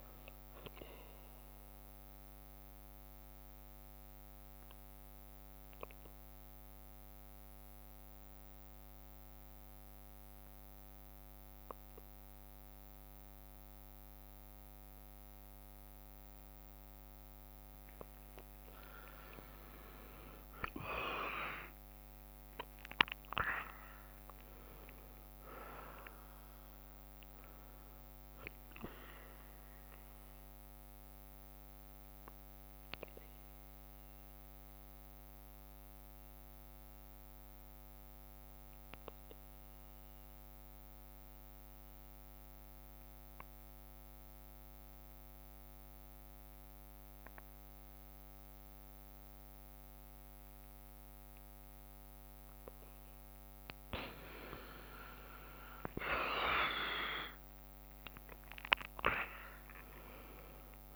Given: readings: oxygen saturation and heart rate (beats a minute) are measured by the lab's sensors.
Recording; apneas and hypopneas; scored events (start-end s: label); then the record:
breathing in sleep by a microphone on the trachea; 2
0.00-1.50 s: drop in pulse transit time (device-marked, heart rate 61 extreme)
0.00-6.50 s: bradycardia (device-marked, heart rate 59 extreme)
0.00-11.50 s: oxygen desaturation (device-marked, oxygen 94% lowest, heart rate 59 extreme)
1.00-17.00 s: mixed apnea (oxygen 98% before, 91% lowest, heart rate 62 before, 58 extreme, up 7 after)
19.50-23.50 s: arousal
19.50-32.50 s: drop in pulse transit time (device-marked, heart rate 60 before, 62 extreme)
30.00-52.00 s: mixed apnea (oxygen 97% before, 91% lowest, heart rate 63 before, 58 extreme, up 7 after)
31.50-40.50 s: bradycardia (device-marked, heart rate 64 before, 58 extreme)
52.50-60.96 s: oxygen desaturation (device-marked, oxygen 98% before, 91% lowest, heart rate 60 before, 58 extreme)
54.50-57.50 s: arousal
54.50-60.96 s: drop in pulse transit time (device-marked, heart rate 60 before, 61 extreme)
From the record:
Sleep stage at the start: N2 (light sleep); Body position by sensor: on the back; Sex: female